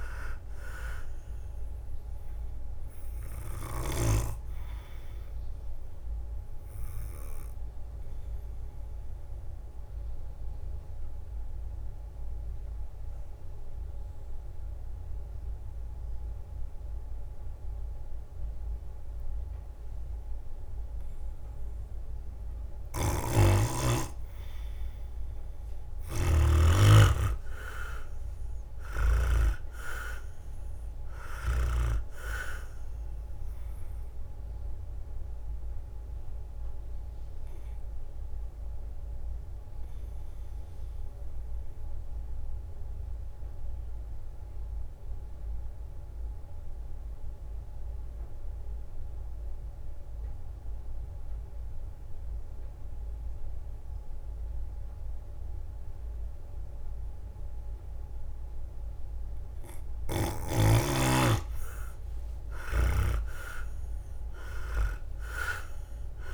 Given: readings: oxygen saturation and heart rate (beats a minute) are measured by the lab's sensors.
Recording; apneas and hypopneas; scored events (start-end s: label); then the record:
breathing in sleep by a room microphone; 2
0.00-9.50 s: drop in pulse transit time (device-marked, heart rate 65 extreme)
6.00-22.00 s: obstructive apnea (oxygen 99% before, 92% lowest, heart rate 67 before, 58 extreme, up 15 after)
23.00-26.50 s: snoring (device-marked)
23.50-26.50 s: leg movement (device-marked)
24.50-29.00 s: arousal
26.50-40.50 s: drop in pulse transit time (device-marked, heart rate 62 before, 63 extreme)
33.50-39.50 s: oxygen desaturation (device-marked, oxygen 99% before, 94% lowest, heart rate 65 before, 59 extreme)
34.50-60.50 s: mixed apnea (oxygen 99% before, 90% lowest, heart rate 66 before, 57 extreme, up 13 after)
41.50-52.50 s: oxygen desaturation (device-marked, oxygen 97% before, 93% lowest, heart rate 67 before, 59 extreme)
60.50-65.00 s: leg movement (device-marked)
61.50-66.34 s: oxygen desaturation (device-marked, oxygen 99% before, 90% lowest, heart rate 61 before, 57 extreme)
62.00-66.00 s: arousal
62.50-66.34 s: drop in pulse transit time (device-marked, heart rate 61 before, 63 extreme)
From the record:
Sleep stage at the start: N2 (light sleep); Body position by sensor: on the back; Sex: male